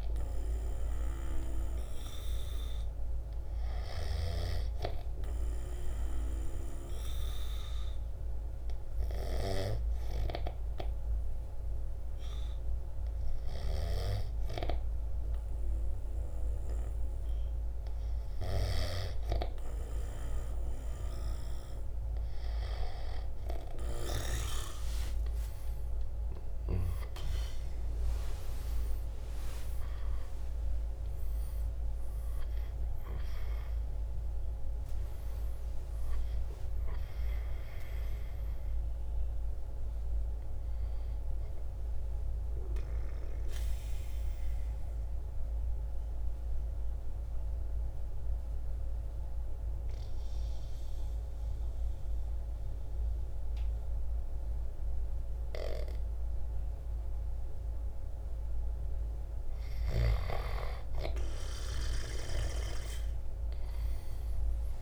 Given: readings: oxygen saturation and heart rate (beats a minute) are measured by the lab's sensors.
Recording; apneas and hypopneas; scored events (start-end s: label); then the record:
breathing in sleep by a room microphone; 2
0.00-3.50 s: oxygen desaturation (device-marked, oxygen 92% lowest, heart rate 54 extreme)
5.00-18.00 s: hypopnea (oxygen 97% before, 91% lowest, heart rate 55 before, 54 extreme, up 6 after)
24.00-29.00 s: arousal
28.50-40.50 s: drop in pulse transit time (device-marked, heart rate 56 before, 60 extreme)
42.00-58.00 s: obstructive apnea (oxygen 94% before, 88% lowest, heart rate 62 before, 49 extreme, up 3 after)
63.50-64.82 s: arousal
From the record:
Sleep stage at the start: N2 (light sleep); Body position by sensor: on the right side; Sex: male